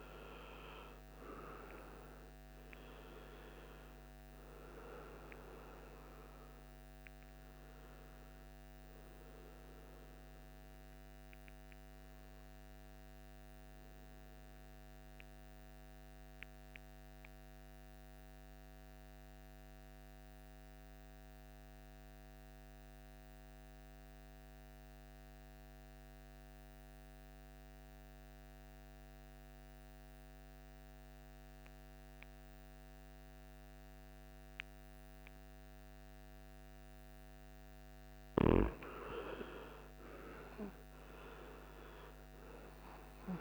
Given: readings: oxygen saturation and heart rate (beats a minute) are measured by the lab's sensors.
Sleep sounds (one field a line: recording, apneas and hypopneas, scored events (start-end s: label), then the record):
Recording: breathing in sleep by a microphone on the trachea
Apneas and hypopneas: 1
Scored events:
0.00-3.00 s: arousal
7.00-24.00 s: oxygen desaturation (device-marked, oxygen 97% before, 91% lowest, heart rate 59 before, 51 extreme)
14.50-36.00 s: mixed apnea (oxygen 98% before, 91% lowest, heart rate 60 before, 51 extreme, up 17 after)
39.00-43.41 s: arousal
39.00-43.41 s: oxygen desaturation (device-marked, oxygen 98% before, 91% lowest, heart rate 54 before, 52 extreme)
From the record:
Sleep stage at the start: N2 (light sleep)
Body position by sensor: on the right side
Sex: male